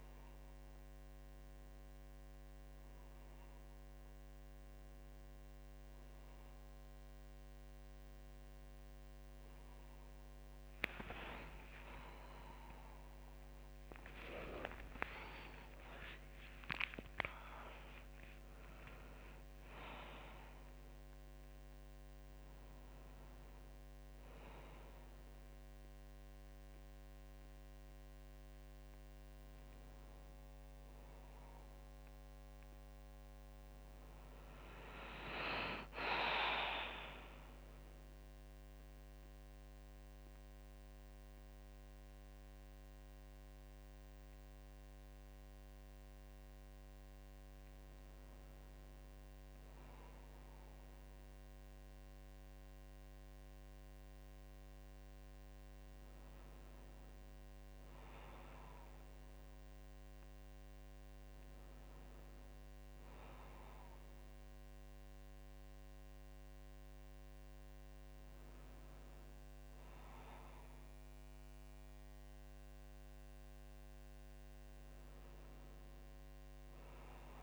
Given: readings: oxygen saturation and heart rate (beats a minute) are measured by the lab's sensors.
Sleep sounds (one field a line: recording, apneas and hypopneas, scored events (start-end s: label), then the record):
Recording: breathing in sleep by a microphone on the trachea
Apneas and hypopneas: 1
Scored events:
11.00-16.00 s: arousal
37.50-47.50 s: central apnea (oxygen 98% before, 96% lowest, heart rate 61 before, 54 extreme, up 0 after)
49.50-53.00 s: arousal
From the record:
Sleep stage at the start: N1 (lightest sleep)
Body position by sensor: on the back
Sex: female